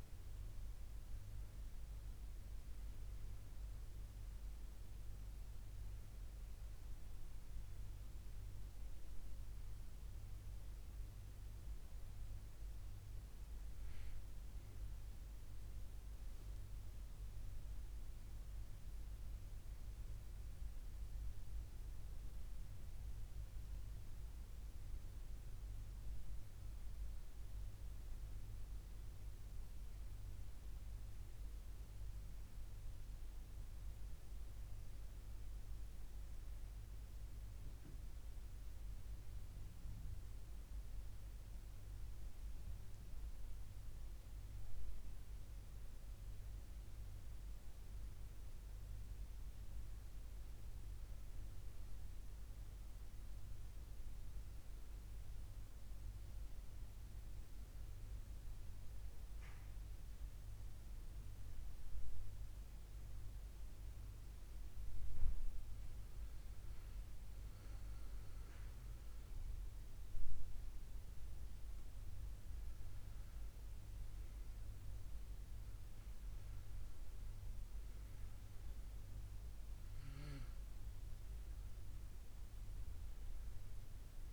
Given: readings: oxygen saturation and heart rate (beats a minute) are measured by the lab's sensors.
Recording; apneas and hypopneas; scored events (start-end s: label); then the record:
breathing in sleep, hard to hear, by a room microphone; none
none scored
From the record:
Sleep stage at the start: N2 (light sleep); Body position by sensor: on the left side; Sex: male